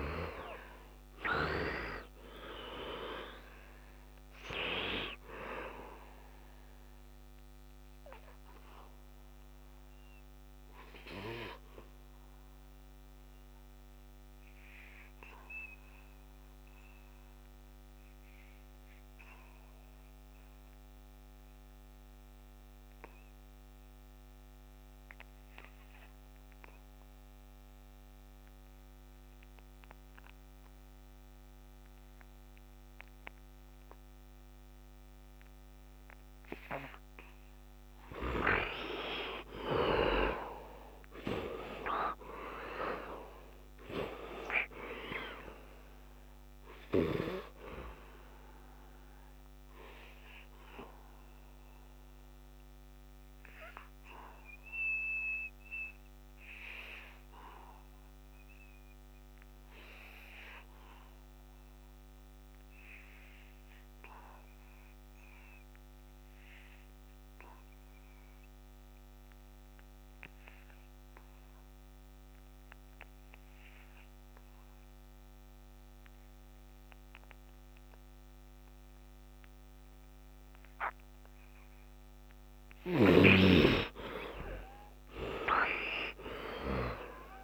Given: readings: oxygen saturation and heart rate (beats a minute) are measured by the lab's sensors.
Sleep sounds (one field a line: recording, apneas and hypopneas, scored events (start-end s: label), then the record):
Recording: breathing in sleep by a microphone on the trachea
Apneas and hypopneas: 2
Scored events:
0.00-5.00 s: arousal
0.00-24.00 s: oxygen desaturation (device-marked, oxygen 67% lowest, heart rate 65 extreme)
8.00-36.50 s: obstructive apnea (oxygen 100% before, 67% lowest, heart rate 83 before, 60 extreme, up 20 after)
30.00-68.00 s: oxygen desaturation (device-marked, oxygen 99% before, 67% lowest, heart rate 69 before, 60 extreme)
39.00-42.00 s: arousal
47.50-77.00 s: obstructive apnea (oxygen 99% before, 67% lowest, heart rate 80 before, 61 extreme, up 25 after)
75.00-87.44 s: oxygen desaturation (device-marked, oxygen 99% before, 67% lowest, heart rate 69 before, 64 extreme)
81.00-84.00 s: arousal
From the record:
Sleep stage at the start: N2 (light sleep)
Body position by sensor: on the back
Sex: male